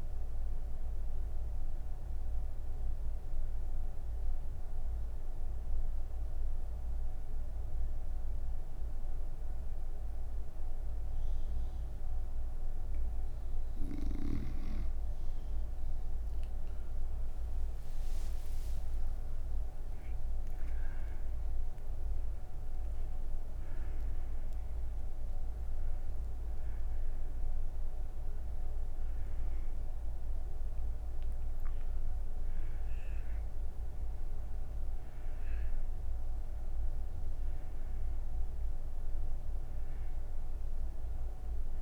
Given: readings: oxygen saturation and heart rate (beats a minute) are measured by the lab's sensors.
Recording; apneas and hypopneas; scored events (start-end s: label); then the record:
breathing in sleep, hard to hear, by a room microphone; none
13.50-41.82 s: new sleep stage, N1 (lightest sleep)
From the record:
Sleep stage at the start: N3 (deep sleep); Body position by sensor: on the right side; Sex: female